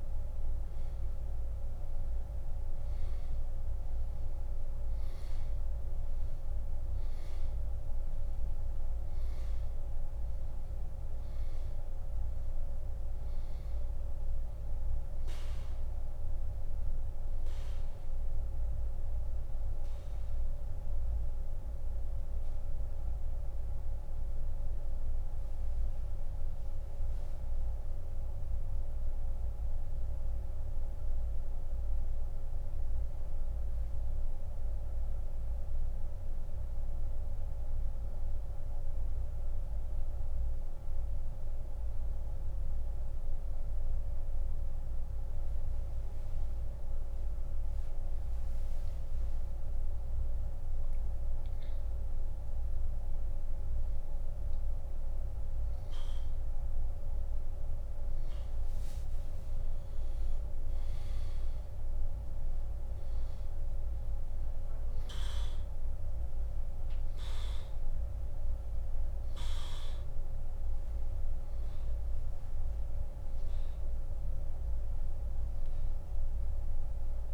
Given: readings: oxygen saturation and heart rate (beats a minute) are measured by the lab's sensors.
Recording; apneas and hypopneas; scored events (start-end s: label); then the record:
breathing in sleep, hard to hear, by a room microphone; 1
0.00-2.50 s: arousal
19.00-48.00 s: oxygen desaturation (device-marked, oxygen 96% before, 88% lowest)
22.50-51.00 s: mixed apnea (oxygen 97% before, 88% lowest)
55.00-59.00 s: arousal
From the record:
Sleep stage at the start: N2 (light sleep); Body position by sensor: on the back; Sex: male